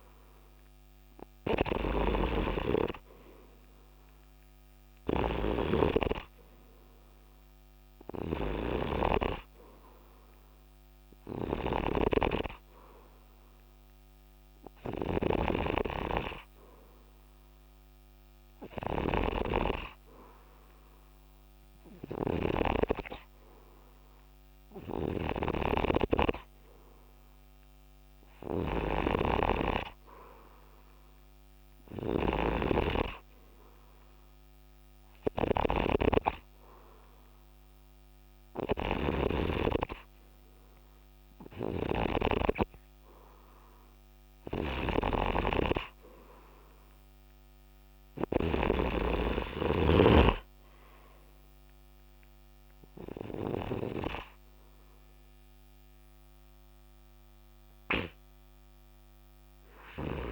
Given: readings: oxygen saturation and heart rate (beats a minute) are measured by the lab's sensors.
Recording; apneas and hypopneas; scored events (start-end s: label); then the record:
breathing in sleep by a microphone on the trachea; none
0.00-54.00 s: snoring (device-marked)
From the record:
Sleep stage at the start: N3 (deep sleep); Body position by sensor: on the right side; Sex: male